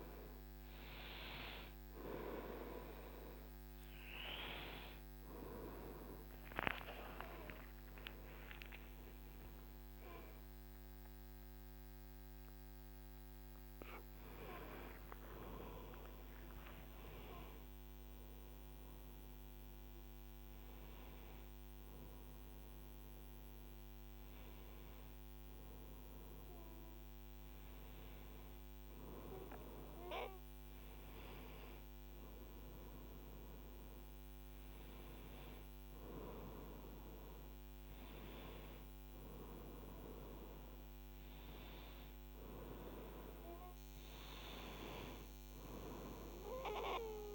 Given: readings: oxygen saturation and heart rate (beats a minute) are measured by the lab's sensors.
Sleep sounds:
breathing in sleep by a microphone on the trachea; none
6.00-11.50 s: arousal
From the record:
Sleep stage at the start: N1 (lightest sleep); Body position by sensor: on the right side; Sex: female

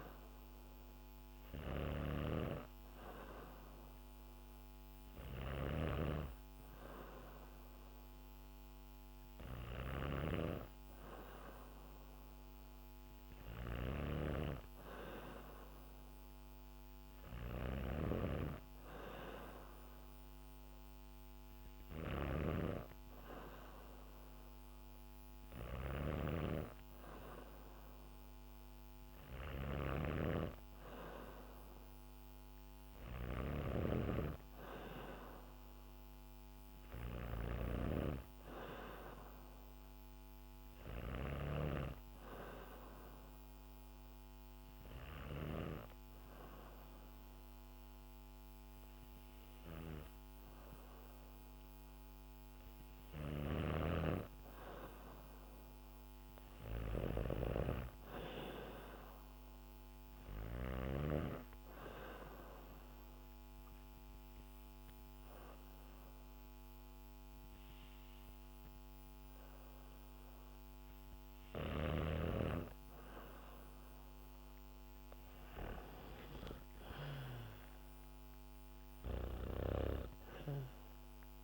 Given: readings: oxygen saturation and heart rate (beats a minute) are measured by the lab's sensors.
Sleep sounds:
breathing in sleep by a microphone on the trachea; 1
0.00-17.50 s: snoring (device-marked)
29.00-33.00 s: snoring (device-marked)
52.50-60.50 s: snoring (device-marked)
62.00-72.00 s: hypopnea (oxygen 95% before, 92% lowest, heart rate 68 before, 65 extreme, up 2 after)
76.00-79.50 s: arousal
79.00-81.44 s: oxygen desaturation (device-marked, oxygen 96% before, 92% lowest, heart rate 68 before, 61 extreme)
From the record:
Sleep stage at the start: N2 (light sleep); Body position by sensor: on the back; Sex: female

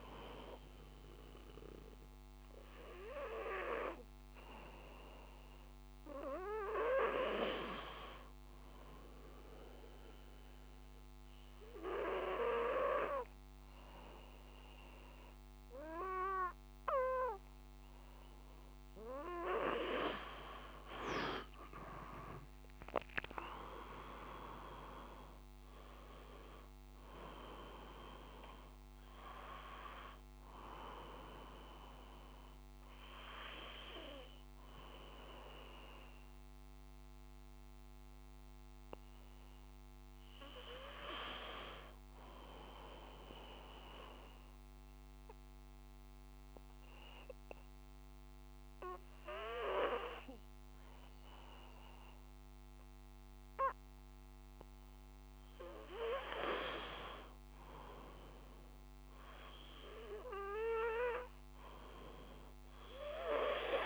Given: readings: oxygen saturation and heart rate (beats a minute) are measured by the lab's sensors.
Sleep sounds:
breathing in sleep by a microphone on the trachea; 2
9.00-19.50 s: obstructive apnea (oxygen 96% before, 93% lowest, heart rate 42 before, 45 extreme, up 34 after)
20.00-24.00 s: arousal
43.50-55.50 s: obstructive apnea (oxygen 96% before, 93% lowest, heart rate 68 before, 35 extreme, up 41 after)
From the record:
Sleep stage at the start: N2 (light sleep); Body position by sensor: on the back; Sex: male

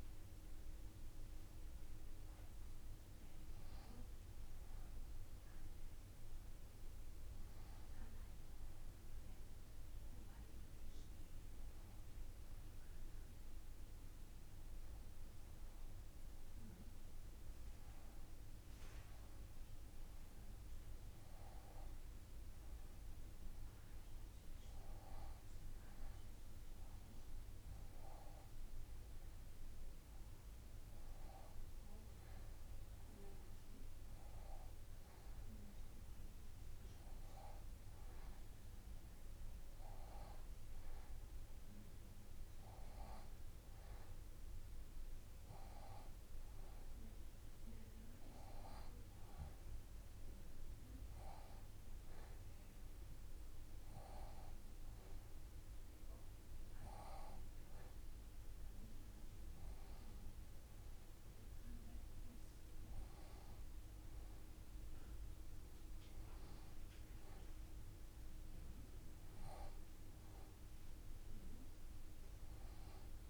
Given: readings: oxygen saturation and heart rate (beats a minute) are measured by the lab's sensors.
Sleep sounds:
breathing in sleep by a room microphone; none
none scored
From the record:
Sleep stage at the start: N2 (light sleep); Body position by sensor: on the left side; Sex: female

